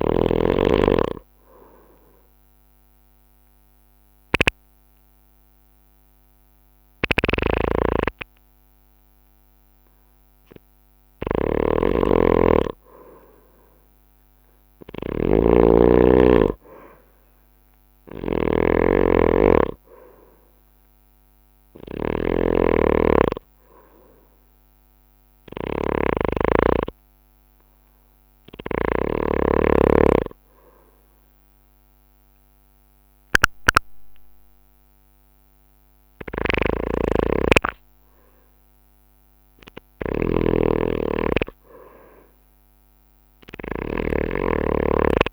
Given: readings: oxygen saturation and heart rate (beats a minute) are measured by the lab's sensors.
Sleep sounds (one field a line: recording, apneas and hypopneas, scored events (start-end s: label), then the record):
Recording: breathing in sleep by a microphone on the trachea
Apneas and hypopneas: 2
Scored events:
0.00-13.00 s: bradycardia (device-marked)
2.00-12.00 s: obstructive apnea (oxygen 97% before, 91% lowest)
7.00-29.00 s: snoring (device-marked)
14.50-19.00 s: arousal
19.00-45.33 s: bradycardia (device-marked)
24.00-37.00 s: hypopnea (oxygen 98% before, 90% lowest)
25.00-39.00 s: oxygen desaturation (device-marked, oxygen 98% before, 92% lowest)
36.50-45.33 s: snoring (device-marked)
40.50-44.50 s: arousal
From the record:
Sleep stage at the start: N2 (light sleep)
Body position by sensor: on the right side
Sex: male